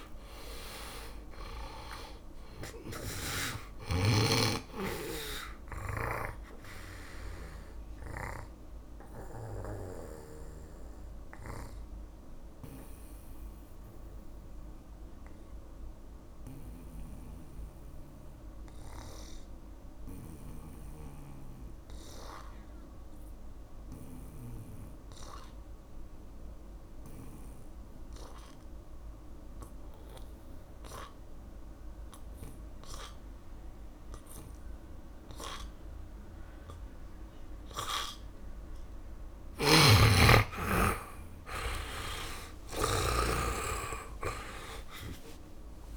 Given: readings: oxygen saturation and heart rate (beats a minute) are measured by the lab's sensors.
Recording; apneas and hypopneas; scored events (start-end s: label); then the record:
breathing in sleep by a room microphone; 1
0.00-27.00 s: oxygen desaturation (device-marked, oxygen 77% lowest, heart rate 49 extreme)
7.00-40.50 s: mixed apnea (oxygen 99% before, 77% lowest, heart rate 61 before, 49 extreme, up 29 after)
29.00-45.97 s: oxygen desaturation (device-marked, oxygen 100% before, 80% lowest, heart rate 62 before, 49 extreme)
40.00-43.50 s: snoring (device-marked)
42.00-45.97 s: arousal
From the record:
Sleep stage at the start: N2 (light sleep); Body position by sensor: on the back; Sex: male